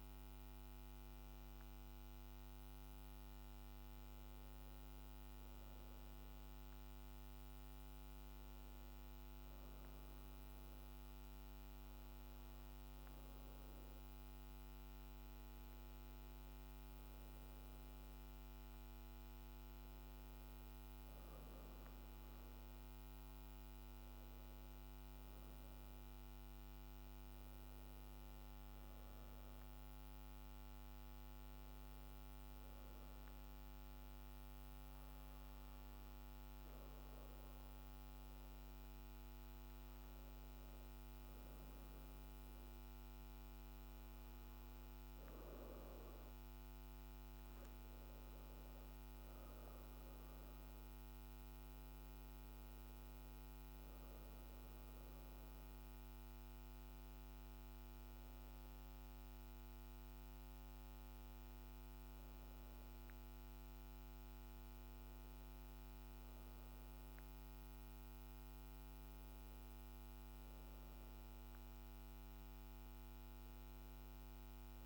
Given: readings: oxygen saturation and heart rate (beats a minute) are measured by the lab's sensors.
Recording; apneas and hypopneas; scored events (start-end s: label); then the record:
breathing in sleep, hard to hear, by a microphone on the trachea; 1
25.50-34.50 s: oxygen desaturation (device-marked, oxygen 94% before, 91% lowest, heart rate 57 before, 55 extreme)
28.00-32.50 s: arousal
34.00-47.50 s: hypopnea (oxygen 96% before, 90% lowest, heart rate 57 before, 54 extreme, up 3 after)
43.50-74.86 s: new sleep stage, REM sleep
49.00-53.50 s: arousal
49.50-67.50 s: oxygen desaturation (device-marked, oxygen 94% before, 90% lowest, heart rate 57 before, 53 extreme)
From the record:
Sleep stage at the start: N2 (light sleep); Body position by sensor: on the back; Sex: female